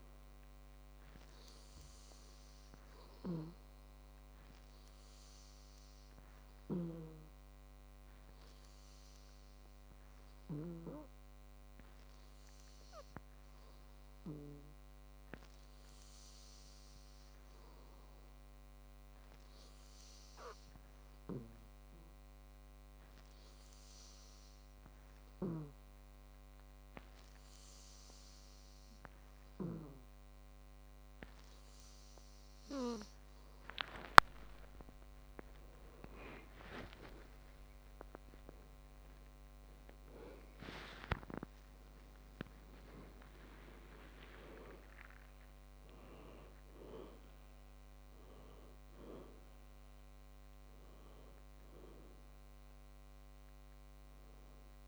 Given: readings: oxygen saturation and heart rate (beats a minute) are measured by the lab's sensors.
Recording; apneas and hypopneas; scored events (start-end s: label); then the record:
a person partly awake in a sleep study, by a microphone on the trachea; 1
8.50-36.50 s: hypopnea (oxygen 98% before, 95% lowest, heart rate 129 before, 74 extreme, up 18 after)
37.00-54.88 s: new sleep stage, awake
From the record:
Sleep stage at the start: N2 (light sleep); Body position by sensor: on the back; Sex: male